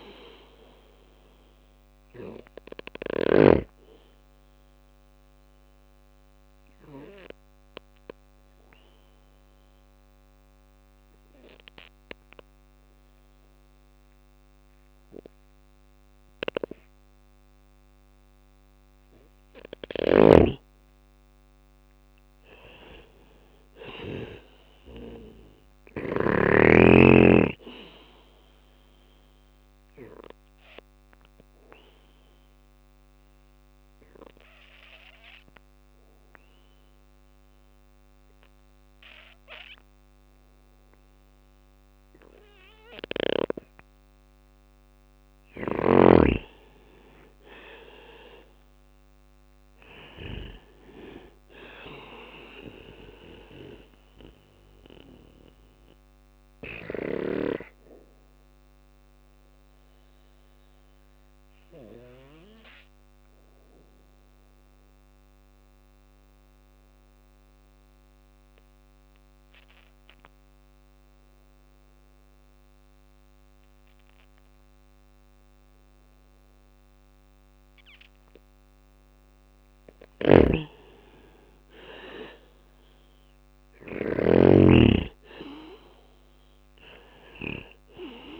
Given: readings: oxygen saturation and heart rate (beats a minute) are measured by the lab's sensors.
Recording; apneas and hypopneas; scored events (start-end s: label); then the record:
breathing in sleep by a microphone on the trachea; 3
0.00-2.50 s: drop in pulse transit time (device-marked, heart rate 58 extreme)
0.00-2.50 s: snoring (device-marked)
0.00-17.50 s: oxygen desaturation (device-marked, oxygen 91% lowest, heart rate 56 extreme)
0.00-20.50 s: bradycardia (device-marked, heart rate 56 extreme)
3.50-17.00 s: obstructive apnea (oxygen 98% before, 91% lowest, heart rate 61 before, 56 extreme, up 4 after)
20.00-23.00 s: arousal
26.50-42.50 s: bradycardia (device-marked, heart rate 60 before, 57 extreme)
29.50-43.50 s: oxygen desaturation (device-marked, oxygen 99% before, 93% lowest, heart rate 59 before, 56 extreme)
30.00-43.50 s: obstructive apnea (oxygen 99% before, 92% lowest, heart rate 59 before, 56 extreme, up 9 after)
45.50-50.00 s: arousal
47.50-62.50 s: drop in pulse transit time (device-marked, heart rate 59 before, 57 extreme)
53.50-67.50 s: bradycardia (device-marked, heart rate 60 before, 56 extreme)
56.50-78.00 s: obstructive apnea (oxygen 98% before, 90% lowest, heart rate 61 before, 56 extreme, up 3 after)
71.50-76.50 s: bradycardia (device-marked, heart rate 60 before, 59 extreme)
79.00-83.00 s: snoring (device-marked)
79.50-83.00 s: arousal
80.50-88.40 s: drop in pulse transit time (device-marked, heart rate 58 before, 60 extreme)
From the record:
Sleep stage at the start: N2 (light sleep); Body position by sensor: on the back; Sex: male